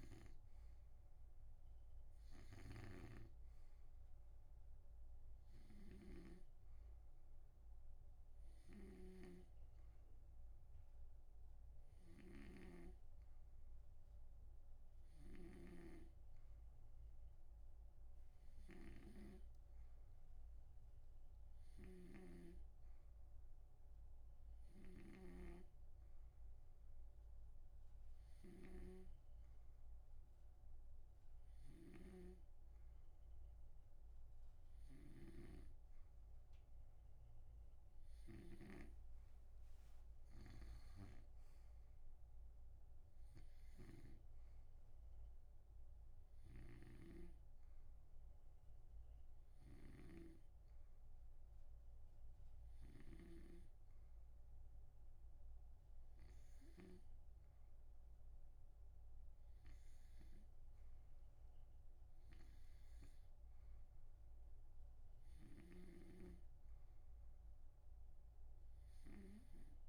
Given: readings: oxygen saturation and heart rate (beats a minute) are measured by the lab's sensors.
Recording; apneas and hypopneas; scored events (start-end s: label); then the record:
breathing in sleep by a room microphone; none
0.00-57.50 s: snoring (device-marked)
From the record:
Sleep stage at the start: N2 (light sleep); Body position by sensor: on the right side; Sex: male